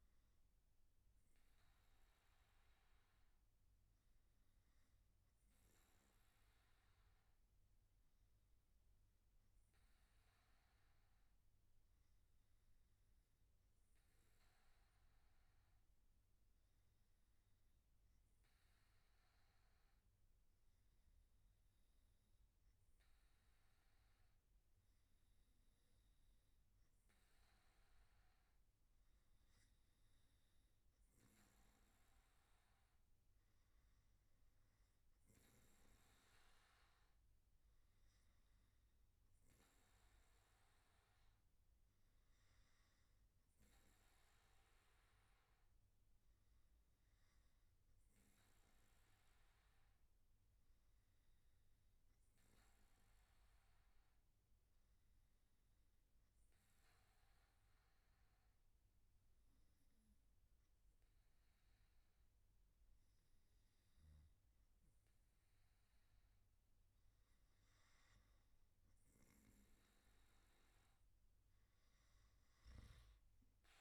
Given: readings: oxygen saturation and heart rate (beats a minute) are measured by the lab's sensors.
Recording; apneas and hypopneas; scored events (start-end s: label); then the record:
breathing in sleep, hard to hear, by a room microphone; 1
49.00-64.50 s: obstructive apnea (oxygen 96% before, 93% lowest, heart rate 112 before, 107 extreme, up 0 after)
From the record:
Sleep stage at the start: N1 (lightest sleep); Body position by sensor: on the back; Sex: male